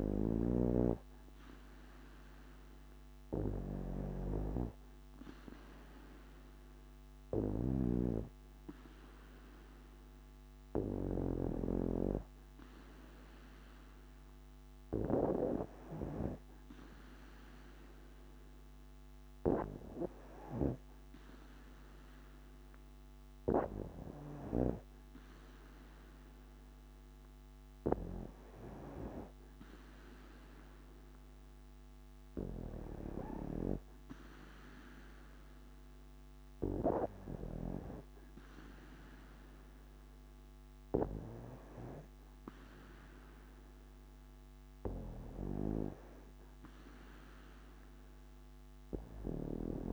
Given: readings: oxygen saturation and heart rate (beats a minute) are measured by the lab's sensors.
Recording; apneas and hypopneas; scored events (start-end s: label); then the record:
breathing in sleep by a microphone on the trachea; none
none scored
From the record:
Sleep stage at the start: N2 (light sleep); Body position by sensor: on the back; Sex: female